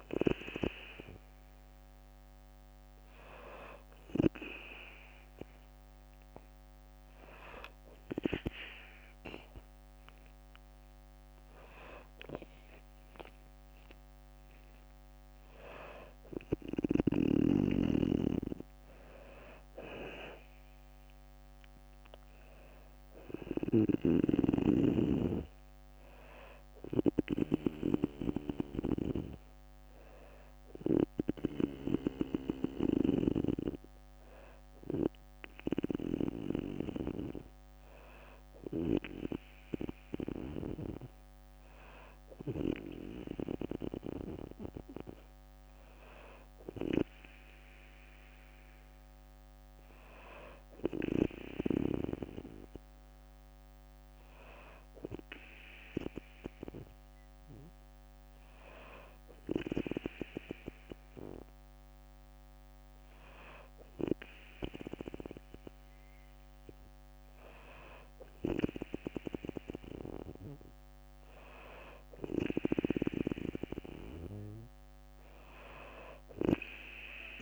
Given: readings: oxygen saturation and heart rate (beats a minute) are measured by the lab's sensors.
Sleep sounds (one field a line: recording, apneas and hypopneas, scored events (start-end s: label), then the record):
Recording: breathing in sleep by a microphone on the trachea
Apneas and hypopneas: 1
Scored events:
0.00-13.50 s: oxygen desaturation (device-marked, oxygen 93% lowest, heart rate 60 extreme)
2.50-14.00 s: hypopnea (oxygen 97% before, 93% lowest, heart rate 61 before, 60 extreme, up 4 after)
16.00-20.00 s: arousal
18.50-28.50 s: drop in pulse transit time (device-marked, heart rate 63 before, 63 extreme)
23.00-32.50 s: snoring (device-marked)
From the record:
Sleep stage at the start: N2 (light sleep)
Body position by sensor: on the back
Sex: female